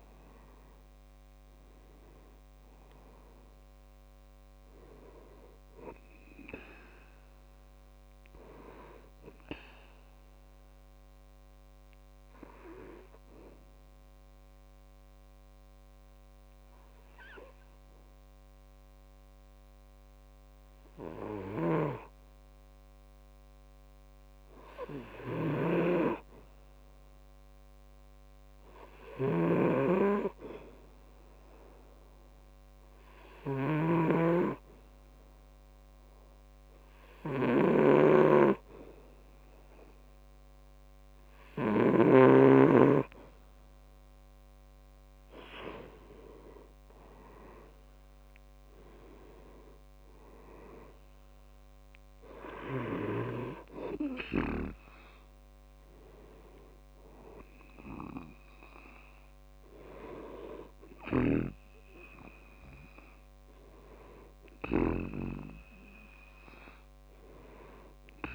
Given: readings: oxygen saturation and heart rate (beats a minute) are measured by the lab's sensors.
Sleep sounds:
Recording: breathing in sleep by a microphone on the trachea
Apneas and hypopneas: 1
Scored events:
0.00-24.50 s: oxygen desaturation (device-marked, oxygen 88% lowest, heart rate 64 extreme)
10.50-43.50 s: hypopnea (oxygen 98% before, 88% lowest, heart rate 71 before, 64 extreme, up 6 after)
38.50-68.35 s: oxygen desaturation (device-marked, oxygen 99% before, 93% lowest, heart rate 66 before, 64 extreme)
46.00-50.00 s: arousal
From the record:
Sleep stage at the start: N2 (light sleep)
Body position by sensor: on the back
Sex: male

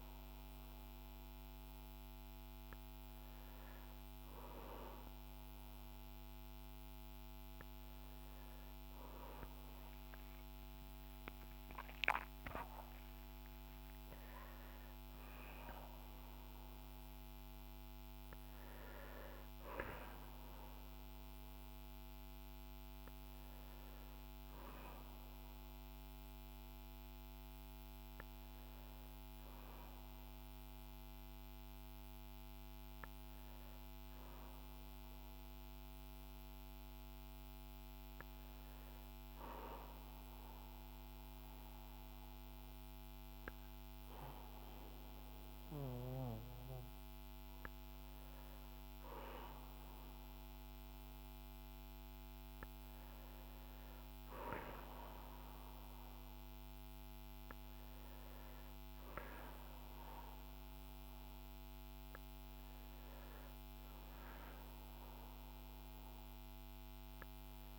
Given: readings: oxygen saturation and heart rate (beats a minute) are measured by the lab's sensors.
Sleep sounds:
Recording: breathing in sleep, hard to hear, by a microphone on the trachea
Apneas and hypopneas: none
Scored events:
7.00-18.00 s: oxygen desaturation (device-marked, oxygen 95% before, 92% lowest, heart rate 58 before, 54 extreme)
9.50-12.50 s: arousal
From the record:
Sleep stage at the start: N1 (lightest sleep)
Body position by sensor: on the back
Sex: male

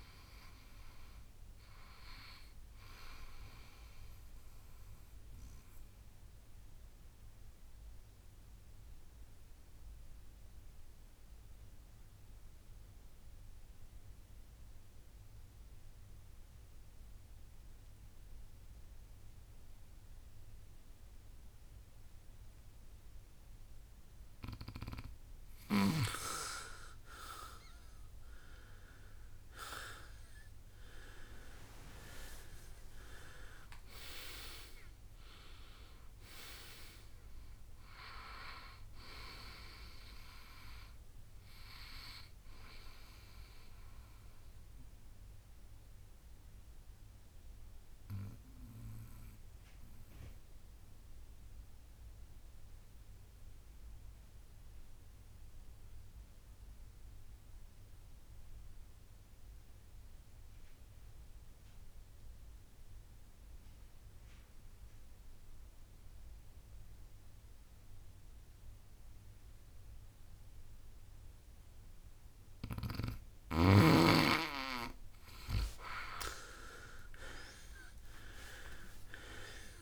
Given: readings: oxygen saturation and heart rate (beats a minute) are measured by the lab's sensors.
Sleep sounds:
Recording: breathing in sleep by a room microphone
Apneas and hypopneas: 2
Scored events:
0.00-19.00 s: oxygen desaturation (device-marked, oxygen 88% lowest, heart rate 58 extreme)
5.00-26.00 s: mixed apnea (oxygen 97% before, 88% lowest, heart rate 78 before, 58 extreme, up 13 after)
9.50-11.50 s: long interval between heartbeats (device-marked, heart rate 76 before, 67 extreme)
27.00-30.50 s: arousal
43.00-57.00 s: oxygen desaturation (device-marked, oxygen 97% before, 94% lowest, heart rate 71 before, 57 extreme)
45.00-47.00 s: long interval between heartbeats (device-marked, heart rate 71 before, 66 extreme)
45.00-75.00 s: mixed apnea (oxygen 99% before, 90% lowest, heart rate 71 before, 57 extreme, up 19 after)
76.50-79.82 s: arousal
From the record:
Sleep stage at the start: N2 (light sleep)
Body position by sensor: on the back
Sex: male

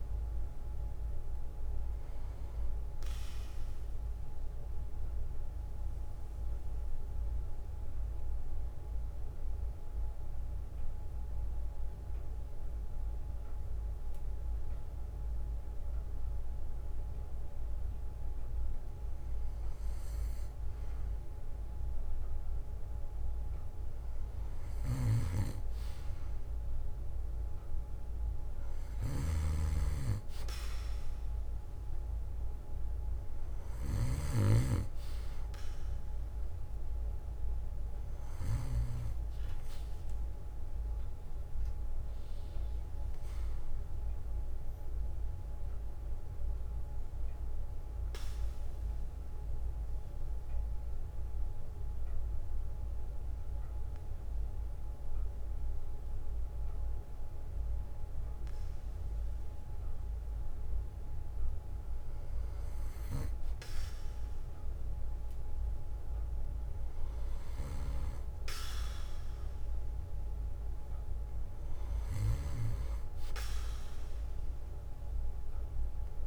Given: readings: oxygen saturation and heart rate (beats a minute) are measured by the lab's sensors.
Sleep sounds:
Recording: breathing in sleep by a room microphone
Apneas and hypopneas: 2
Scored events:
0.00-5.50 s: oxygen desaturation (device-marked, oxygen 93% lowest, heart rate 56 extreme)
0.50-2.50 s: bradycardia (device-marked, heart rate 61 before, 61 extreme)
3.00-18.50 s: central apnea (oxygen 97% before, 93% lowest, heart rate 65 before, 56 extreme, up 10 after)
5.50-13.50 s: bradycardia (device-marked, heart rate 61 before, 56 extreme)
14.50-16.50 s: bradycardia (device-marked, heart rate 61 before, 56 extreme)
19.50-21.50 s: bradycardia (device-marked, heart rate 61 before, 60 extreme)
20.00-23.00 s: arousal
42.00-45.50 s: arousal
48.50-61.00 s: obstructive apnea (oxygen 97% before, 93% lowest, heart rate 64 before, 58 extreme, up 11 after)
50.50-52.50 s: bradycardia (device-marked, heart rate 61 before, 60 extreme)
64.50-68.00 s: arousal
From the record:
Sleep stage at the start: N2 (light sleep)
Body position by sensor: on the back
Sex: male

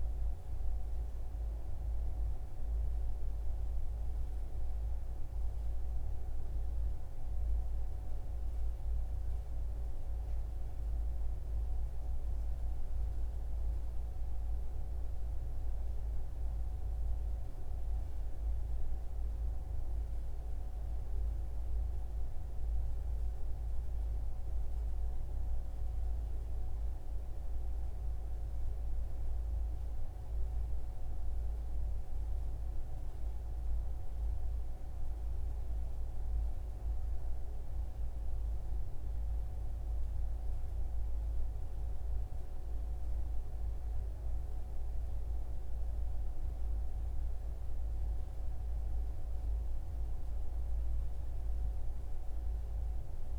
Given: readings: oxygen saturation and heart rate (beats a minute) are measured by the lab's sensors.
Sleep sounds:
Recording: breathing in sleep, hard to hear, by a room microphone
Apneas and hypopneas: none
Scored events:
53.00-53.39 s: new sleep stage, awake
From the record:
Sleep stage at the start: N1 (lightest sleep)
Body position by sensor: on the right side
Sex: male

